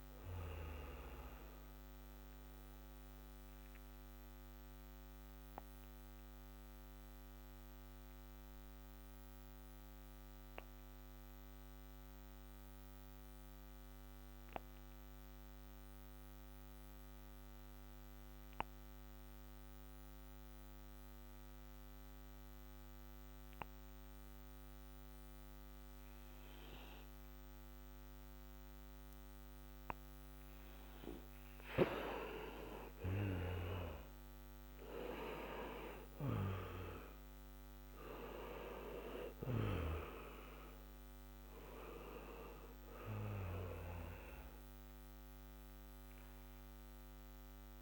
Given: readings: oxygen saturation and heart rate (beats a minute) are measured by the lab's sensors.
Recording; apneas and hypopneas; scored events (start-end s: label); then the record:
breathing in sleep by a microphone on the trachea; 1
0.00-4.50 s: oxygen desaturation (device-marked, oxygen 89% lowest, heart rate 57 extreme)
3.00-30.00 s: obstructive apnea (oxygen 96% before, 92% lowest, heart rate 68 before, 56 extreme, up 15 after)
28.50-47.82 s: new sleep stage, N2 (light sleep)
33.00-38.50 s: arousal
35.50-47.82 s: oxygen desaturation (device-marked, oxygen 97% before, 92% lowest, heart rate 61 before, 55 extreme)
From the record:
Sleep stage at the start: N1 (lightest sleep); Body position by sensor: on the back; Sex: male